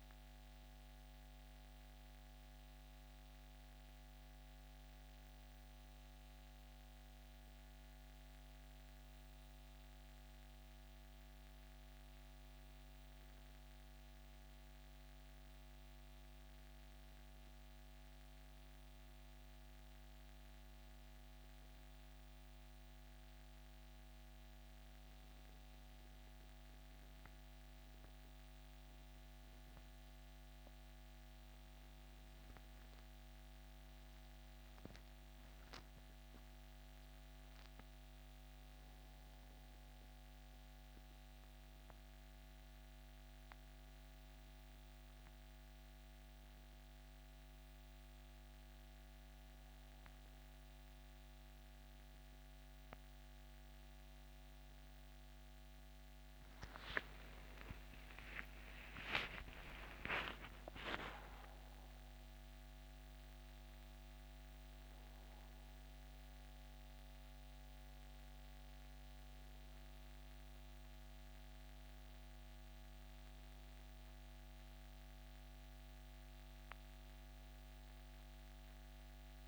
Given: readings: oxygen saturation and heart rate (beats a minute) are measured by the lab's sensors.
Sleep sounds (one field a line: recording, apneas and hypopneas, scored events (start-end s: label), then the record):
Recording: breathing in sleep by a microphone on the trachea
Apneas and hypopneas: 1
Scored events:
25.00-35.50 s: hypopnea (oxygen 96% before, 91% lowest, heart rate 72 before, 66 extreme, up 10 after)
37.00-41.00 s: arousal
37.50-58.50 s: oxygen desaturation (device-marked, oxygen 96% before, 91% lowest, heart rate 69 before, 72 extreme)
56.00-59.50 s: arousal
73.50-79.48 s: new sleep stage, N2 (light sleep)
From the record:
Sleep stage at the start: N1 (lightest sleep)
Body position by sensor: on the back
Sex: male